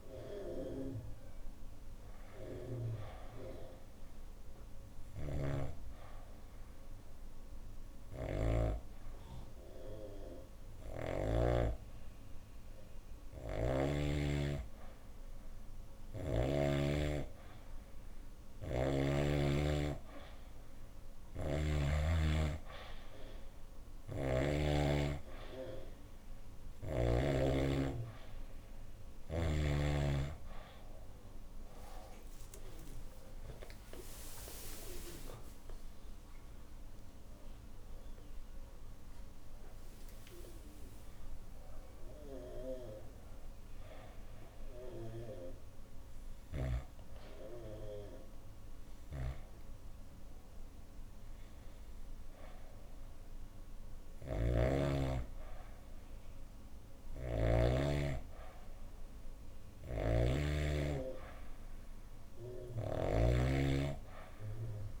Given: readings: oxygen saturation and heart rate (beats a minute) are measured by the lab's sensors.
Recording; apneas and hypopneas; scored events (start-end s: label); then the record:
breathing in sleep by a room microphone; 1
4.50-11.00 s: snoring (device-marked)
5.00-15.00 s: obstructive apnea (oxygen 93% before, 90% lowest, heart rate 121 before, 131 extreme)
17.00-19.50 s: arousal
18.00-21.50 s: snoring (device-marked)
23.50-27.00 s: snoring (device-marked)
24.00-35.00 s: oxygen desaturation (device-marked, oxygen 97% before, 92% lowest, heart rate 135 before, 68 extreme)
35.50-40.50 s: arousal
54.00-57.50 s: snoring (device-marked)
59.50-65.00 s: snoring (device-marked)
63.00-65.00 s: oxygen desaturation (device-marked, oxygen 97% before, 91% lowest, heart rate 81 before, 71 extreme)
From the record:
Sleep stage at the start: N2 (light sleep); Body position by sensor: on the back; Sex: female